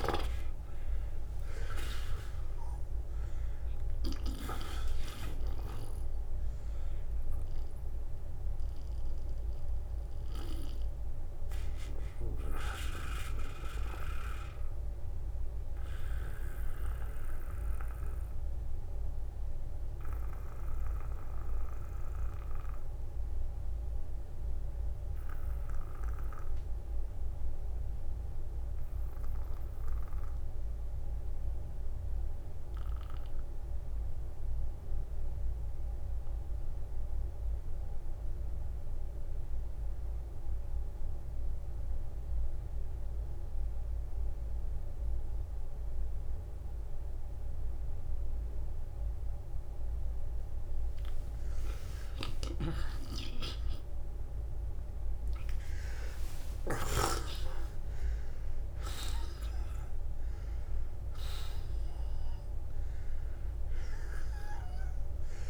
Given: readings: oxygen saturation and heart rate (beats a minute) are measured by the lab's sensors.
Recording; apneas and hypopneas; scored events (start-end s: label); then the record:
breathing in sleep by a room microphone; 1
0.00-6.00 s: oxygen desaturation (device-marked, oxygen 91% lowest, heart rate 49 extreme)
4.00-6.00 s: long interval between heartbeats (device-marked, heart rate 61 before, 66 extreme)
6.50-49.50 s: obstructive apnea (oxygen 97% before, 84% lowest, heart rate 62 before, 36 extreme, up 40 after)
15.00-35.00 s: oxygen desaturation (device-marked, oxygen 93% before, 84% lowest, heart rate 62 before, 36 extreme)
52.00-56.50 s: arousal
55.00-65.50 s: oxygen desaturation (device-marked, oxygen 96% before, 85% lowest, heart rate 50 before, 49 extreme)
56.50-58.50 s: long interval between heartbeats (device-marked, heart rate 50 before, 75 extreme)
From the record:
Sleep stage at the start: N2 (light sleep); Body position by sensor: on the back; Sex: male